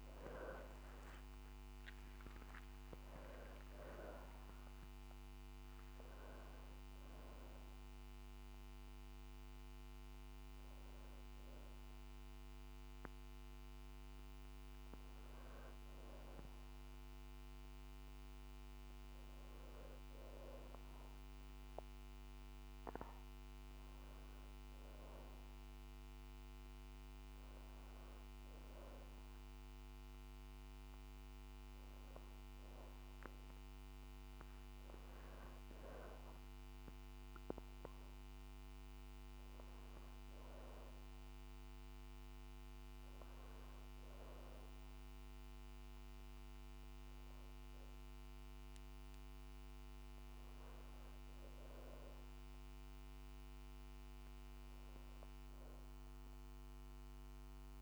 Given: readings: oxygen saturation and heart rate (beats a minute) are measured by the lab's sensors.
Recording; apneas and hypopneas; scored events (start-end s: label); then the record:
a person awake in a sleep study, hard to hear, by a microphone on the trachea; none
none scored
From the record:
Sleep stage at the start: awake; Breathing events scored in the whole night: 117 in 3.9 hours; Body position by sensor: on the back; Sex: female